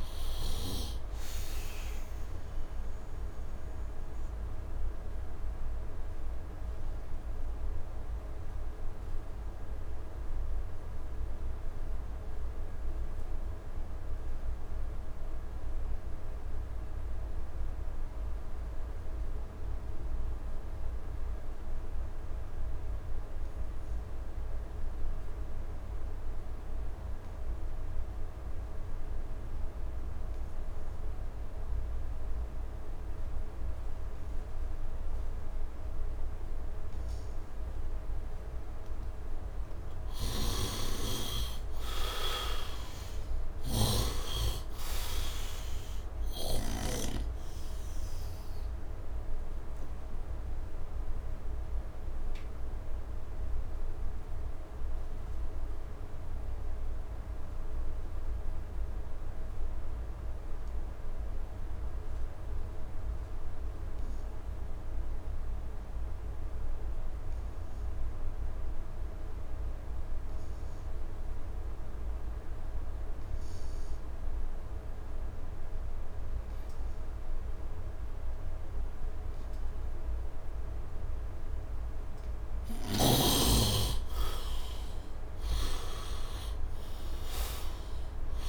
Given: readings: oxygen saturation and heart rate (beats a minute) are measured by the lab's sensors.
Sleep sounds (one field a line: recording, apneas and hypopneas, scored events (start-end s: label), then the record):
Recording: breathing in sleep by a room microphone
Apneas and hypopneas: 2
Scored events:
0.00-11.00 s: oxygen desaturation (device-marked, oxygen 64% lowest, heart rate 66 extreme)
2.50-36.50 s: obstructive apnea (oxygen 98% before, 64% lowest, heart rate 84 before, 59 extreme, up 3 after)
20.00-70.00 s: oxygen desaturation (device-marked, oxygen 100% before, 66% lowest, heart rate 71 before, 59 extreme)
39.50-44.00 s: arousal
40.00-44.00 s: snoring (device-marked)
48.50-81.50 s: obstructive apnea (oxygen 100% before, 64% lowest, heart rate 79 before, 59 extreme, up 9 after)
75.00-88.48 s: oxygen desaturation (device-marked, oxygen 97% before, 64% lowest, heart rate 69 before, 69 extreme)
83.00-87.00 s: arousal
From the record:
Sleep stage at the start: N2 (light sleep)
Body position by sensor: on the right side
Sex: male